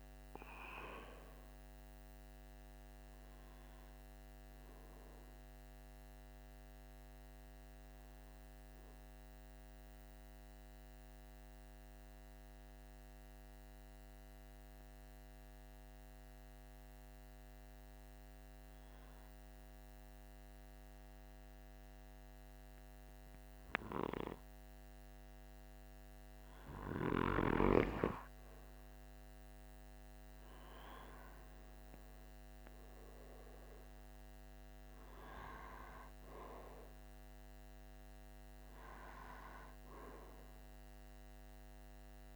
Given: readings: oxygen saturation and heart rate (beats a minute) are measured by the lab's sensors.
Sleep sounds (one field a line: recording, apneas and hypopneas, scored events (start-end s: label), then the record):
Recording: breathing in sleep by a microphone on the trachea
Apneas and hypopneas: 1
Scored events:
8.50-27.00 s: mixed apnea (oxygen 97% before, 94% lowest, heart rate 50 before, 44 extreme, up 3 after)
29.50-34.50 s: arousal
From the record:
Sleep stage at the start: N2 (light sleep)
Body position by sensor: on the back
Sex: male